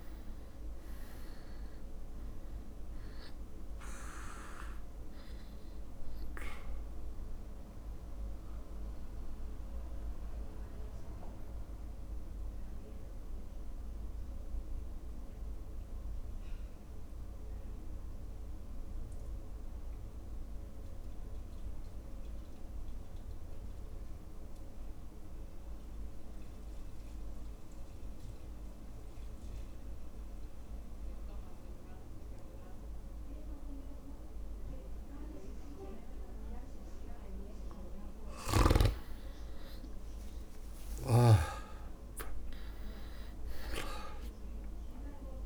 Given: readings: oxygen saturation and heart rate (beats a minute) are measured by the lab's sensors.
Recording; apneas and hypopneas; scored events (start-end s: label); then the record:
breathing in sleep by a room microphone; 1
0.00-25.50 s: drop in pulse transit time (device-marked, heart rate 53 extreme)
0.00-27.50 s: oxygen desaturation (device-marked, oxygen 83% lowest, heart rate 53 extreme)
6.50-37.00 s: mixed apnea (oxygen 100% before, 83% lowest, heart rate 56 before, 53 extreme, up 3 after)
40.50-44.50 s: arousal
41.50-45.45 s: oxygen desaturation (device-marked, oxygen 100% before, 87% lowest, heart rate 54 before, 53 extreme)
From the record:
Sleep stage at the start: N2 (light sleep); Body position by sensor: on the back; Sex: male